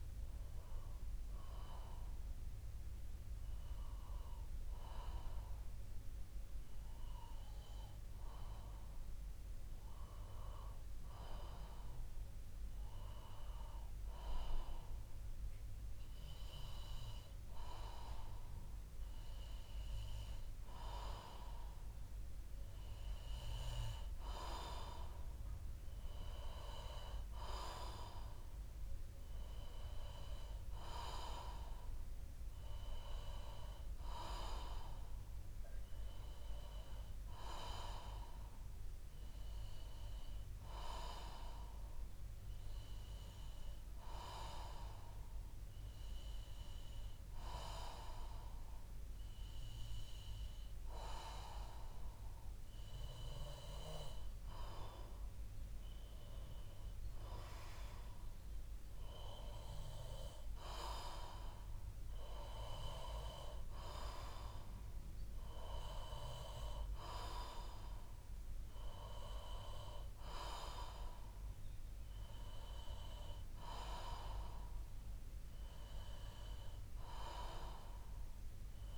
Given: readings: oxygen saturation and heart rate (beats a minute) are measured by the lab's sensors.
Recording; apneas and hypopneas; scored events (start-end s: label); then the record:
breathing in sleep by a room microphone; 2
0.50-13.00 s: hypopnea (oxygen 94% before, 91% lowest, heart rate 61 before, 59 extreme, up 2 after)
15.50-19.00 s: arousal
32.00-42.00 s: bradycardia (device-marked, heart rate 62 before, 59 extreme)
41.00-53.50 s: hypopnea (oxygen 93% before, 92% lowest, heart rate 61 before, 58 extreme, up 2 after)
54.50-57.50 s: arousal
60.00-62.00 s: bradycardia (device-marked, heart rate 61 before, 61 extreme)
70.00-78.98 s: bradycardia (device-marked, heart rate 61 before, 57 extreme)
From the record:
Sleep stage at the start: N2 (light sleep); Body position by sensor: on the back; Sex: male